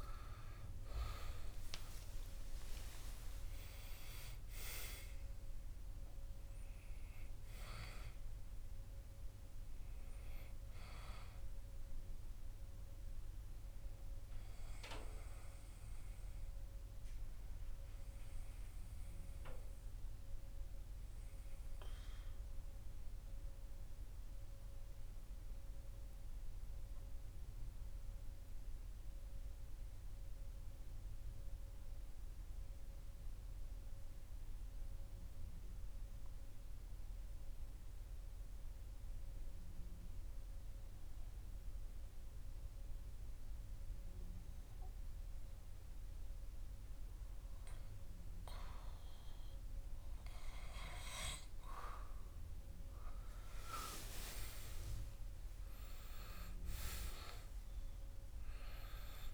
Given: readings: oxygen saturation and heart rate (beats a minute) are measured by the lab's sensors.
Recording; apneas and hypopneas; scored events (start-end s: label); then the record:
breathing in sleep by a room microphone; 1
0.00-2.50 s: arousal
0.00-29.50 s: oxygen desaturation (device-marked, oxygen 90% lowest)
16.50-48.00 s: obstructive apnea (oxygen 97% before, 90% lowest)
52.50-57.00 s: arousal
From the record:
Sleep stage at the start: N2 (light sleep); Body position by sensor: on the back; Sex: male